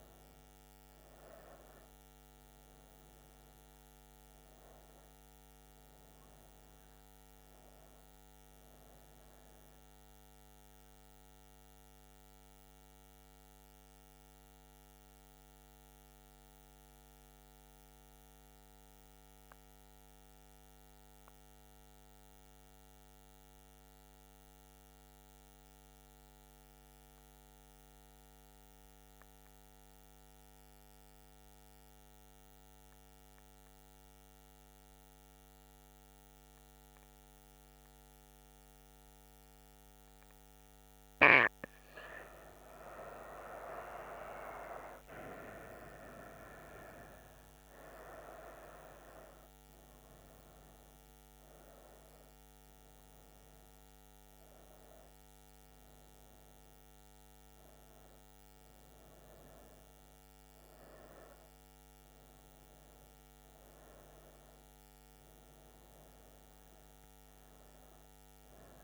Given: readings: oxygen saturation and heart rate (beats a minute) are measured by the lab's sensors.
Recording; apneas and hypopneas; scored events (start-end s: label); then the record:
breathing in sleep by a microphone on the trachea; 1
9.50-40.00 s: mixed apnea (oxygen 96% before, 91% lowest, heart rate 76 before, 66 extreme, up 8 after)
36.50-65.50 s: oxygen desaturation (device-marked, oxygen 98% before, 91% lowest, heart rate 68 before, 66 extreme)
42.50-46.50 s: arousal
From the record:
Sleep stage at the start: N2 (light sleep); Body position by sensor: on the back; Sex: female